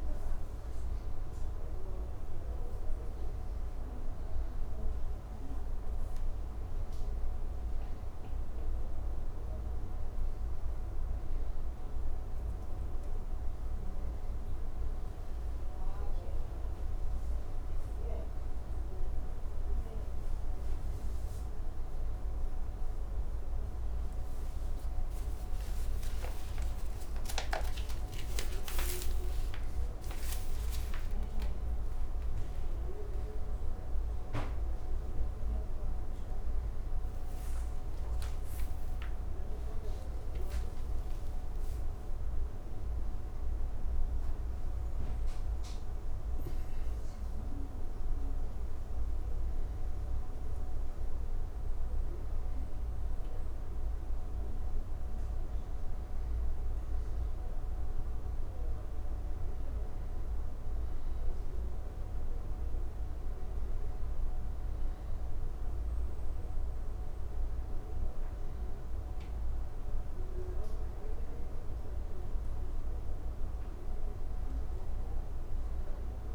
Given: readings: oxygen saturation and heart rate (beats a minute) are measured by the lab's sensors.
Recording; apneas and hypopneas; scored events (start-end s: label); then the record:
a person partly awake in a sleep study, hard to hear, by a room microphone; none
12.50-42.50 s: new sleep stage, awake
42.50-76.35 s: new sleep stage, N2 (light sleep)
From the record:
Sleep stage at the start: N2 (light sleep); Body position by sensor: on the back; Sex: male